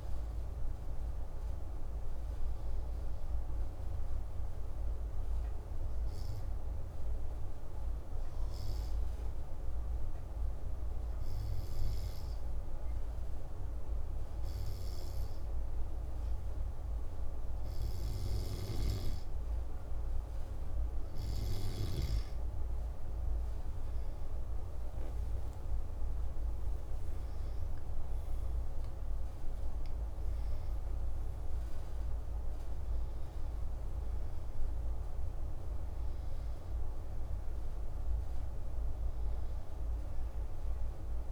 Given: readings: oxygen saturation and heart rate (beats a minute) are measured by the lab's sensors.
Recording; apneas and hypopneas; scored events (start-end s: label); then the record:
breathing in sleep, hard to hear, by a room microphone; 1
5.00-20.50 s: obstructive apnea (oxygen 97% before, 96% lowest)
24.00-29.50 s: arousal
From the record:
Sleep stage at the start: N2 (light sleep); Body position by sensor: on the back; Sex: male